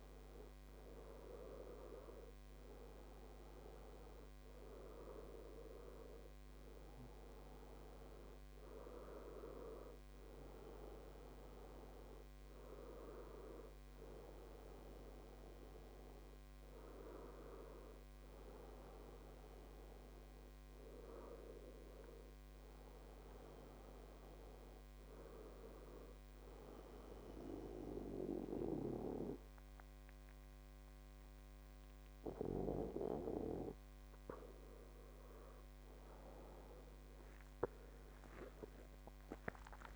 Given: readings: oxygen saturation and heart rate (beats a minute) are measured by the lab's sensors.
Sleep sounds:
breathing in sleep by a microphone on the trachea; 1
14.50-39.96 s: new sleep stage, N2 (light sleep)
19.00-22.50 s: arousal
25.50-35.50 s: obstructive apnea (oxygen 97% before, 94% lowest, heart rate 75 before, 67 extreme, up 13 after)
From the record:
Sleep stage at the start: N1 (lightest sleep); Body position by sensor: on the back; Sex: male

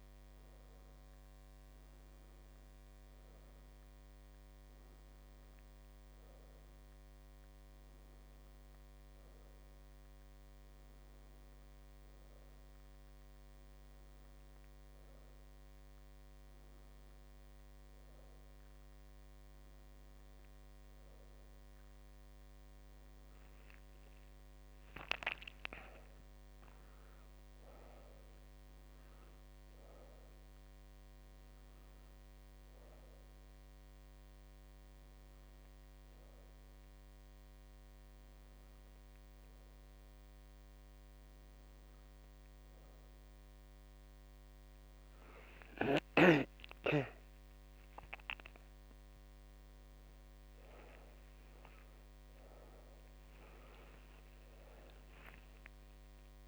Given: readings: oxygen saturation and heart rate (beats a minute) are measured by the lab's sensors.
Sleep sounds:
breathing in sleep by a microphone on the trachea; none
44.00-56.48 s: new sleep stage, awake
From the record:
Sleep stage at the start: N2 (light sleep); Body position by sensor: on the left side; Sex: female

